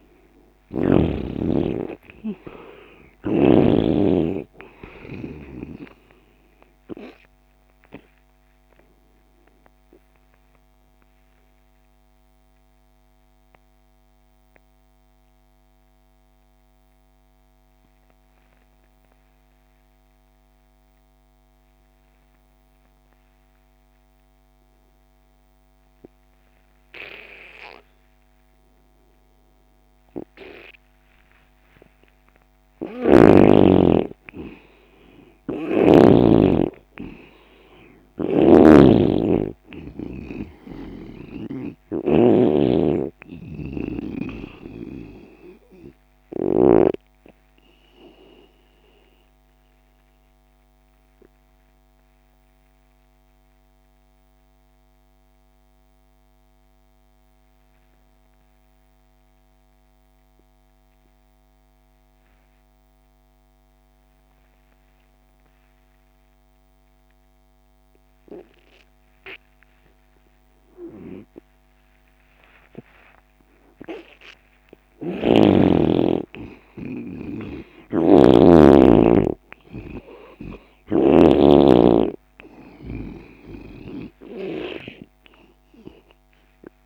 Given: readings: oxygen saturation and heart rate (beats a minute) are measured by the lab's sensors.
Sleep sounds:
breathing in sleep by a microphone on the trachea; 2
0.00-1.50 s: arousal
3.50-30.50 s: oxygen desaturation (device-marked, oxygen 97% before, 86% lowest)
9.00-33.50 s: mixed apnea (oxygen 98% before, 86% lowest)
35.00-38.00 s: arousal
38.00-47.00 s: snoring (device-marked)
45.50-63.50 s: oxygen desaturation (device-marked, oxygen 97% before, 87% lowest)
49.50-70.00 s: obstructive apnea (oxygen 98% before, 87% lowest)
74.00-78.00 s: arousal
75.00-81.50 s: snoring (device-marked)
83.50-86.85 s: oxygen desaturation (device-marked, oxygen 97% before, 87% lowest)
From the record:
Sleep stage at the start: N2 (light sleep); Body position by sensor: on the left side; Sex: male

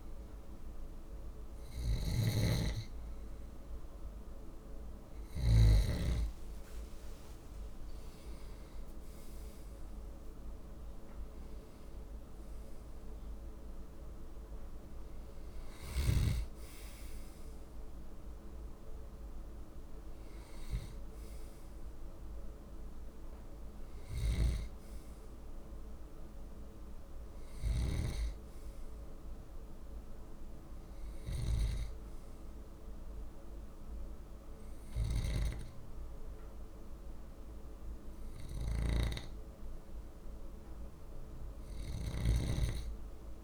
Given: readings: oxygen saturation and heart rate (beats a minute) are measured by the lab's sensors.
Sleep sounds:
breathing in sleep by a room microphone; none
0.00-5.50 s: snoring (device-marked)
5.50-9.00 s: arousal
31.00-42.00 s: snoring (device-marked)
From the record:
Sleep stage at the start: N2 (light sleep); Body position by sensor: on the left side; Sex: male

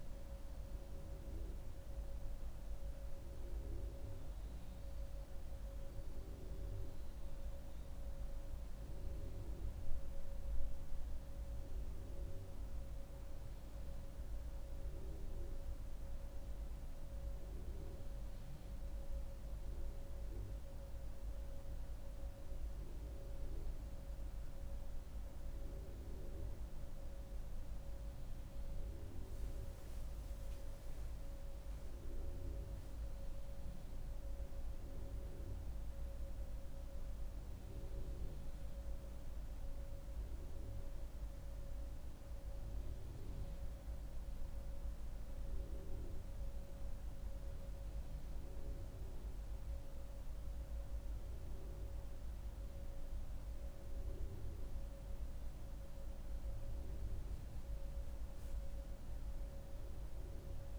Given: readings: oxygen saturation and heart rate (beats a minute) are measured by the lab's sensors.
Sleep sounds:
breathing in sleep, hard to hear, by a room microphone; none
none scored
From the record:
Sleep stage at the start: N1 (lightest sleep); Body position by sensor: on the back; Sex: female

